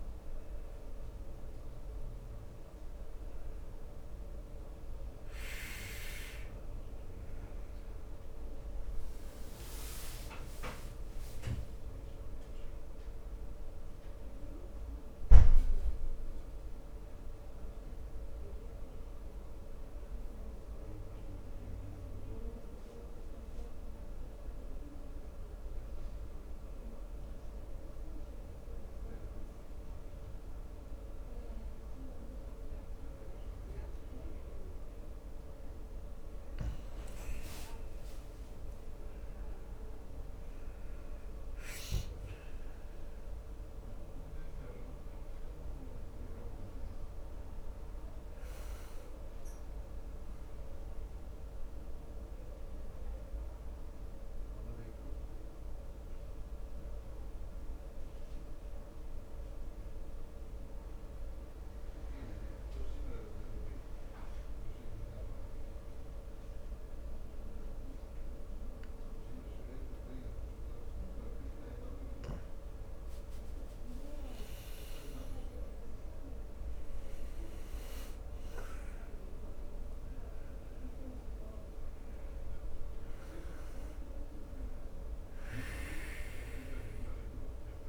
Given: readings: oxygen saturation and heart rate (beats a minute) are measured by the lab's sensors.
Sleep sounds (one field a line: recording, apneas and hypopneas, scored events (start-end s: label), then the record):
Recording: breathing in sleep, hard to hear, by a room microphone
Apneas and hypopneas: 2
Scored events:
14.00-36.50 s: mixed apnea (oxygen 97% before, 90% lowest, heart rate 72 before, 66 extreme, up 4 after)
35.00-45.00 s: oxygen desaturation (device-marked, oxygen 96% before, 91% lowest, heart rate 70 before, 66 extreme)
38.50-43.00 s: arousal
52.50-73.00 s: mixed apnea (oxygen 98% before, 90% lowest, heart rate 71 before, 66 extreme, up 6 after)
72.00-82.00 s: oxygen desaturation (device-marked, oxygen 98% before, 90% lowest, heart rate 68 before, 65 extreme)
75.50-80.50 s: arousal
From the record:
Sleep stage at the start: N2 (light sleep)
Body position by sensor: on the back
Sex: male